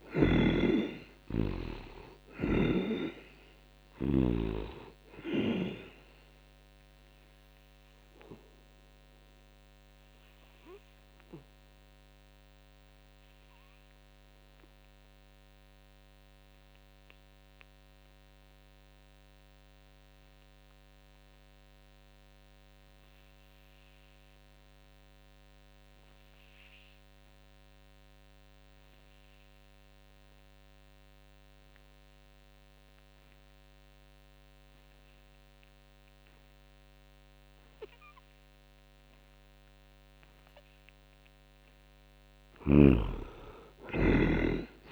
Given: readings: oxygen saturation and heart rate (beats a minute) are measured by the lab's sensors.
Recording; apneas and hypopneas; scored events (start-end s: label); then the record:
breathing in sleep by a microphone on the trachea; 1
0.00-4.00 s: snoring (device-marked)
0.00-18.50 s: oxygen desaturation (device-marked, oxygen 70% lowest, heart rate 58 extreme)
7.50-39.50 s: obstructive apnea (oxygen 97% before, 68% lowest, heart rate 70 before, 60 extreme)
25.50-44.92 s: oxygen desaturation (device-marked, oxygen 99% before, 68% lowest, heart rate 81 before, 60 extreme)
41.50-44.92 s: arousal
From the record:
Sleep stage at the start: N2 (light sleep); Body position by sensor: on the back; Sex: male